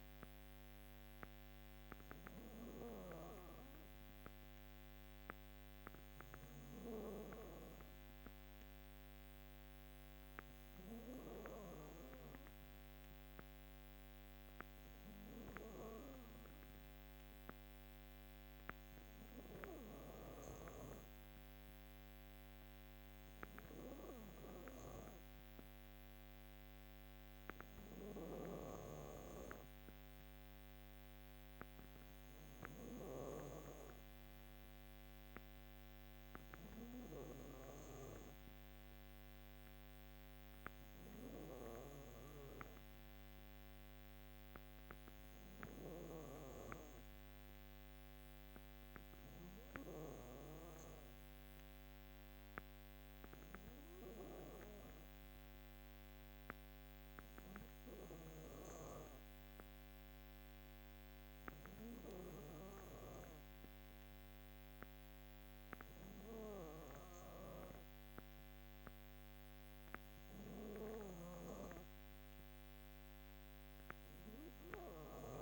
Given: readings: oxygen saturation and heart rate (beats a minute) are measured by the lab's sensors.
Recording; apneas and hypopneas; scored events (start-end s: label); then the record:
breathing in sleep by a microphone on the trachea; none
27.50-33.00 s: snoring (device-marked)
68.50-75.42 s: drop in pulse transit time (device-marked, heart rate 60 before, 58 extreme)
70.50-75.42 s: snoring (device-marked)
From the record:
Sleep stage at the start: N2 (light sleep); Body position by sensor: on the back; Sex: female